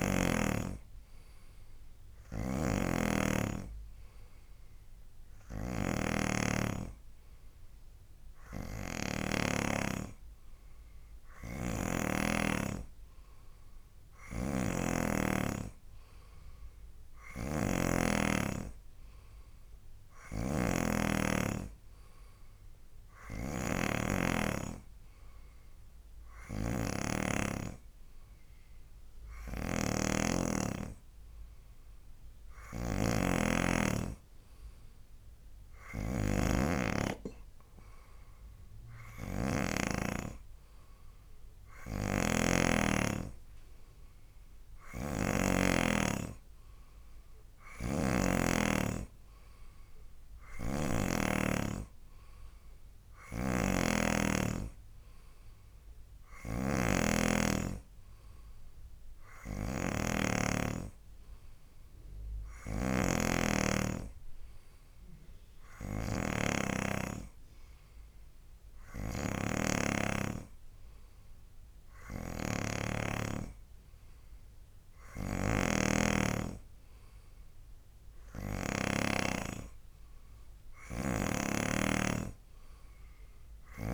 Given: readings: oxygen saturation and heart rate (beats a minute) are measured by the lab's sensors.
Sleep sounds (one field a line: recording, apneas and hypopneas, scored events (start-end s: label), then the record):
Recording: breathing in sleep by a room microphone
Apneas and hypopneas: none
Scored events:
2.50-10.00 s: snoring (device-marked)
14.50-40.00 s: snoring (device-marked)
42.00-51.50 s: snoring (device-marked)
53.50-79.50 s: snoring (device-marked)
From the record:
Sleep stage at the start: N2 (light sleep)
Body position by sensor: on the right side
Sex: male